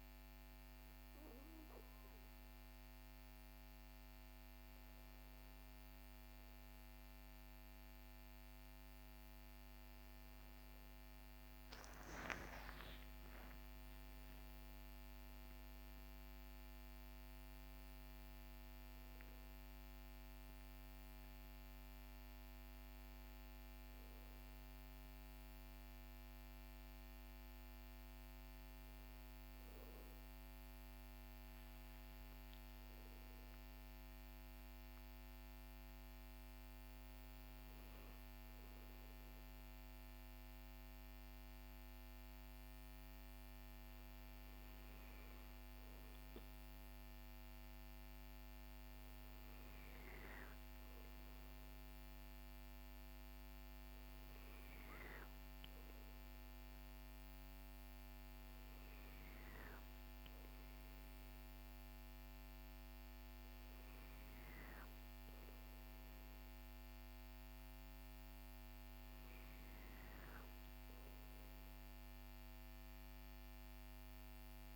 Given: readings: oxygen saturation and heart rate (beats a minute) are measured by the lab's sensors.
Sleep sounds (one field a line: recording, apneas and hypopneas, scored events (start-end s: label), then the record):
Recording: breathing in sleep, hard to hear, by a microphone on the trachea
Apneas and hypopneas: none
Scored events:
0.00-2.50 s: oxygen desaturation (device-marked, oxygen 92% lowest, heart rate 44 extreme)
10.50-15.50 s: arousal
From the record:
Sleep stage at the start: N2 (light sleep)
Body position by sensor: on the back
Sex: male